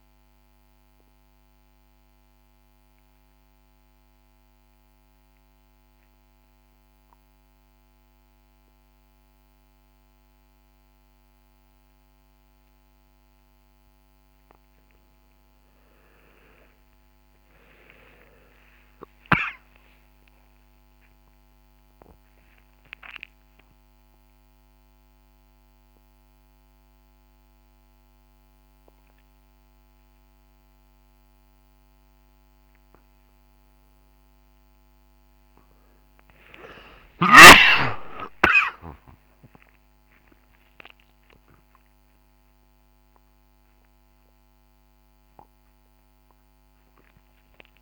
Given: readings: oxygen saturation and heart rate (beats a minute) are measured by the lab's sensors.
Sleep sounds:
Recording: a person awake in a sleep study, by a microphone on the trachea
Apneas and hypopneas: none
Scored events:
none scored
From the record:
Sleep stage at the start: awake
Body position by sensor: on the right side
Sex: male

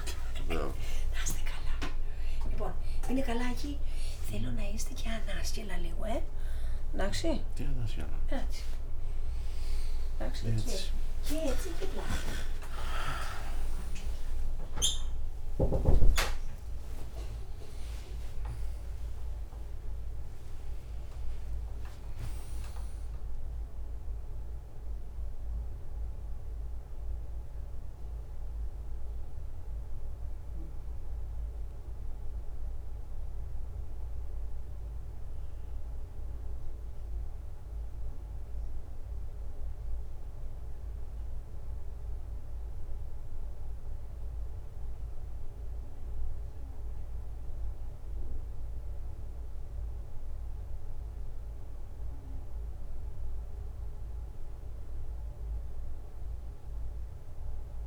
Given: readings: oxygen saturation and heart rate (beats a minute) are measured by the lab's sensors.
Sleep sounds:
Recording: a person awake in a sleep study, by a room microphone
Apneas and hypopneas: none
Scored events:
0.00-7.50 s: drop in pulse transit time (device-marked, heart rate 74 extreme)
From the record:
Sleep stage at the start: awake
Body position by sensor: on the right side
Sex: male

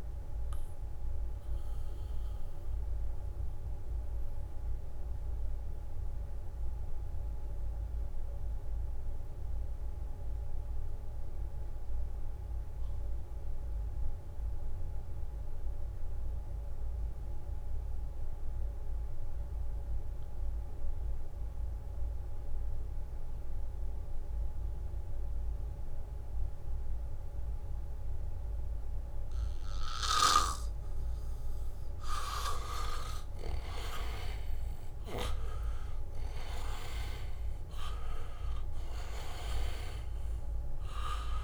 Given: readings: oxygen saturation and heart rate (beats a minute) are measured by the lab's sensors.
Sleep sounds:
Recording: breathing in sleep by a room microphone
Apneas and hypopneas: 1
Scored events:
0.00-11.00 s: oxygen desaturation (device-marked, oxygen 83% lowest, heart rate 64 extreme)
4.00-31.50 s: mixed apnea (oxygen 98% before, 79% lowest, heart rate 68 before, 64 extreme, up 3 after)
15.50-16.00 s: leg movement (device-marked)
15.50-17.50 s: long interval between heartbeats (device-marked, heart rate 72 before, 72 extreme)
24.00-41.44 s: oxygen desaturation (device-marked, oxygen 99% before, 79% lowest, heart rate 72 before, 61 extreme)
34.00-39.50 s: arousal
From the record:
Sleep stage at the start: N2 (light sleep)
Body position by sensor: on the back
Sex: male

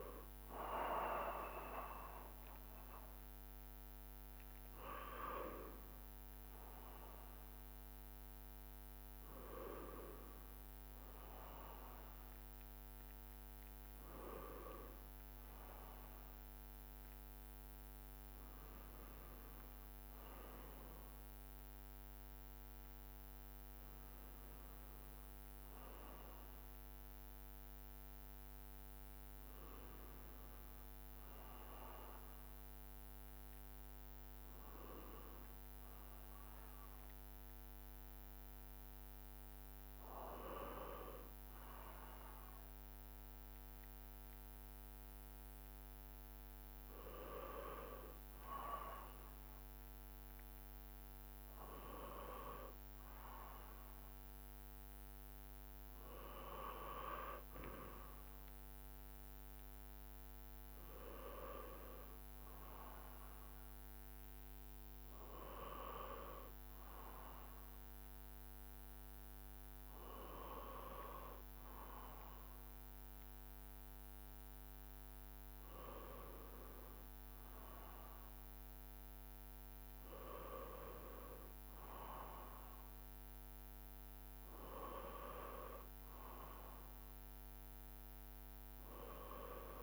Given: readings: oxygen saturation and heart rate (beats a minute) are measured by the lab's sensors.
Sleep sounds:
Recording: a person partly awake in a sleep study, by a microphone on the trachea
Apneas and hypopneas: none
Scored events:
5.50-89.83 s: new sleep stage, N2 (light sleep)
49.50-51.50 s: long interval between heartbeats (device-marked, heart rate 75 before, 75 extreme)
From the record:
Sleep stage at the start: awake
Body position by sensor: on the right side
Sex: male

